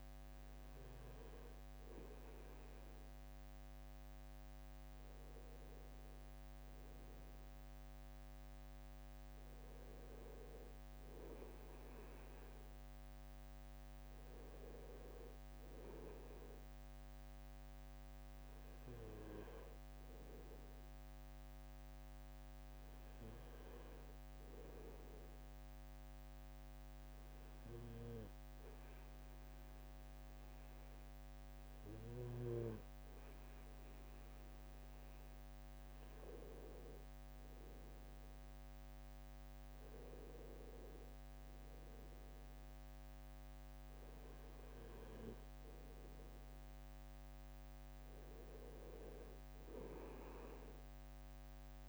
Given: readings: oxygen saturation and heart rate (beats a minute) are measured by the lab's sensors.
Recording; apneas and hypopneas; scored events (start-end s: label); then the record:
breathing in sleep by a microphone on the trachea; 1
24.00-35.50 s: obstructive apnea (oxygen 96% before, 93% lowest, heart rate 66 before, 66 extreme, up 5 after)
38.00-41.00 s: arousal
From the record:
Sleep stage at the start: N2 (light sleep); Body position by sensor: on the right side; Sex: male